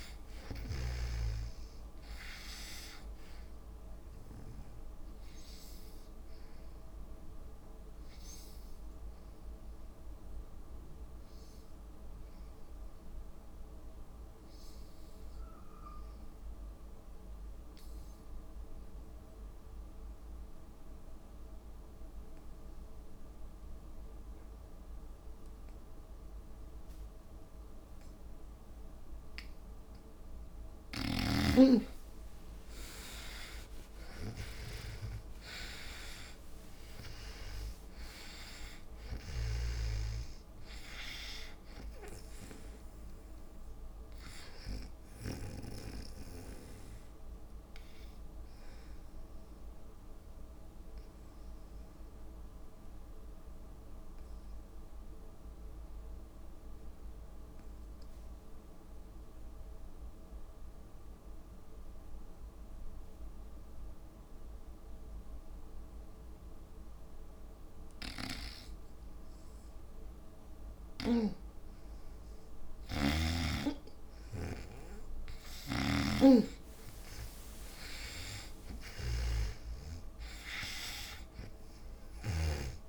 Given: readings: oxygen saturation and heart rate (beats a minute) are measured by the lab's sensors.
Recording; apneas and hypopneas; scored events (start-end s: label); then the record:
breathing in sleep by a room microphone; 2
0.00-6.00 s: drop in pulse transit time (device-marked, heart rate 62 extreme)
0.00-19.00 s: oxygen desaturation (device-marked, oxygen 80% lowest, heart rate 57 extreme)
9.50-30.50 s: obstructive apnea (oxygen 98% before, 81% lowest, heart rate 79 before, 53 extreme)
22.00-33.00 s: drop in pulse transit time (device-marked, heart rate 65 before, 59 extreme)
31.00-39.50 s: snoring (device-marked)
32.00-37.00 s: arousal
32.00-38.00 s: tachycardia (device-marked, heart rate 65 before, 125 extreme)
36.00-38.00 s: long interval between heartbeats (device-marked, heart rate 65 before, 119 extreme)
38.00-57.00 s: oxygen desaturation (device-marked, oxygen 98% before, 81% lowest, heart rate 72 before, 53 extreme)
51.00-69.50 s: obstructive apnea (oxygen 99% before, 84% lowest, heart rate 83 before, 57 extreme, up 5 after)
68.00-73.50 s: snoring (device-marked)
70.00-82.89 s: oxygen desaturation (device-marked, oxygen 99% before, 85% lowest, heart rate 57 before, 57 extreme)
72.00-76.50 s: arousal
75.50-82.50 s: snoring (device-marked)
From the record:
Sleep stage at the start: N2 (light sleep); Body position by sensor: on the back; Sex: female